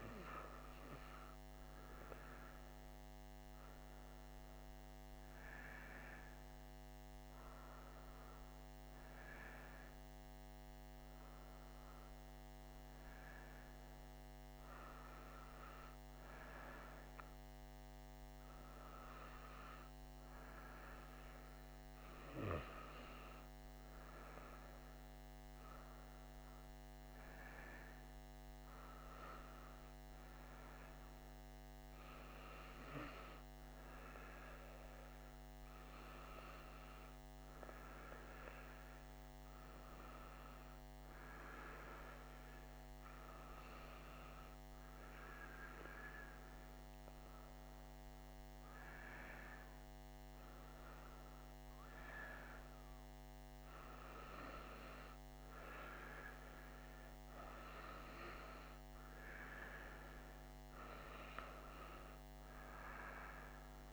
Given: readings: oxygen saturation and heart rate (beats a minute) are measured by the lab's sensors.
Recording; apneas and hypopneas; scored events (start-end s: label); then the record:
a person awake in a sleep study, by a microphone on the trachea; none
18.00-63.93 s: new sleep stage, awake
From the record:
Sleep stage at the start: N1 (lightest sleep); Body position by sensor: on the right side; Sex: female